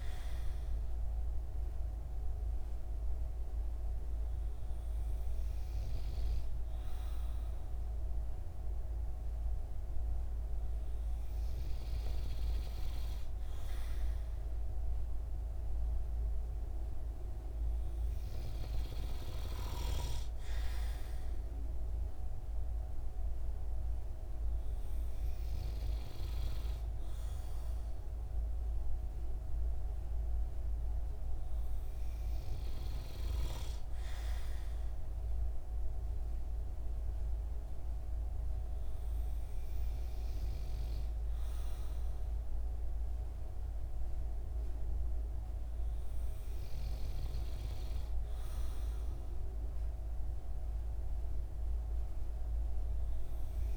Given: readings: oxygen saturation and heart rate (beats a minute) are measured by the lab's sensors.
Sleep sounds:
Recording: breathing in sleep, hard to hear, by a room microphone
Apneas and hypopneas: none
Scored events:
none scored
From the record:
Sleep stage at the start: N2 (light sleep)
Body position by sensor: on the right side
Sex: male

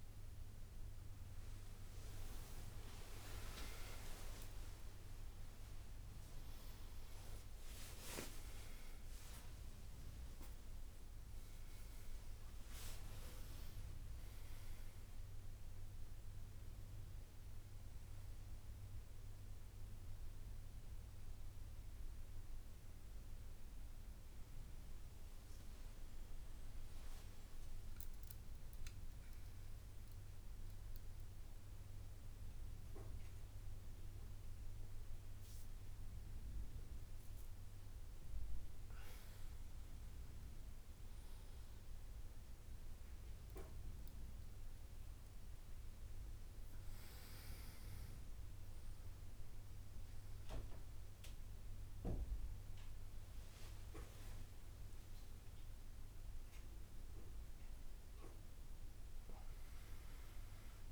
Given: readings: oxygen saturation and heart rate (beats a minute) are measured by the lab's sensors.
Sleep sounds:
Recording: a person awake in a sleep study, by a room microphone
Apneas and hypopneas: none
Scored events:
0.00-10.50 s: drop in pulse transit time (device-marked, heart rate 72 extreme)
0.00-12.50 s: tachycardia (device-marked, heart rate 149 extreme)
2.00-4.00 s: long interval between heartbeats (device-marked, heart rate 77 before, 86 extreme)
4.00-6.00 s: long interval between heartbeats (device-marked, heart rate 78 before, 118 extreme)
7.00-9.00 s: long interval between heartbeats (device-marked, heart rate 84 before, 135 extreme)
9.50-11.50 s: long interval between heartbeats (device-marked, heart rate 94 before, 135 extreme)
25.50-27.50 s: long interval between heartbeats (device-marked, heart rate 100 before, 75 extreme)
32.00-34.00 s: long interval between heartbeats (device-marked, heart rate 83 before, 71 extreme)
41.00-43.00 s: long interval between heartbeats (device-marked, heart rate 70 before, 67 extreme)
49.50-58.50 s: oxygen desaturation (device-marked, oxygen 96% before, 93% lowest, heart rate 72 before, 68 extreme)
53.50-60.92 s: drop in pulse transit time (device-marked, heart rate 70 before, 69 extreme)
55.00-57.00 s: long interval between heartbeats (device-marked, heart rate 71 before, 79 extreme)
59.50-60.92 s: long interval between heartbeats (device-marked, heart rate 74 before, 88 extreme)
From the record:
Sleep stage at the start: awake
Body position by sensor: on the right side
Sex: male

